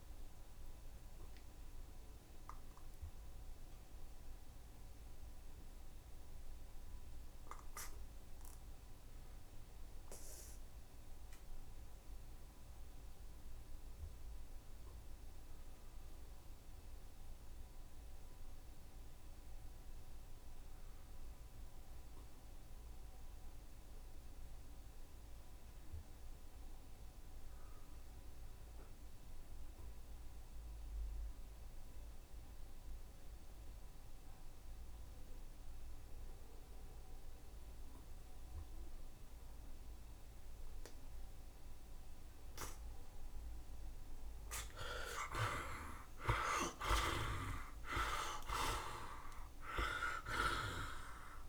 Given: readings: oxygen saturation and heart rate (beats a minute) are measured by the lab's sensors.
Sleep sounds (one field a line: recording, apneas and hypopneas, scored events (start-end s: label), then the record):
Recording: breathing in sleep by a room microphone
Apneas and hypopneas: 1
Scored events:
0.00-18.50 s: oxygen desaturation (device-marked, oxygen 46% lowest, heart rate 74 extreme)
1.00-44.50 s: mixed apnea (oxygen 87% before, 46% lowest, heart rate 83 before, 71 extreme, up 4 after)
20.50-51.49 s: oxygen desaturation (device-marked, oxygen 84% before, 52% lowest, heart rate 77 before, 71 extreme)
45.50-51.49 s: arousal
From the record:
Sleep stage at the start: N2 (light sleep)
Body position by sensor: on the right side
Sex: male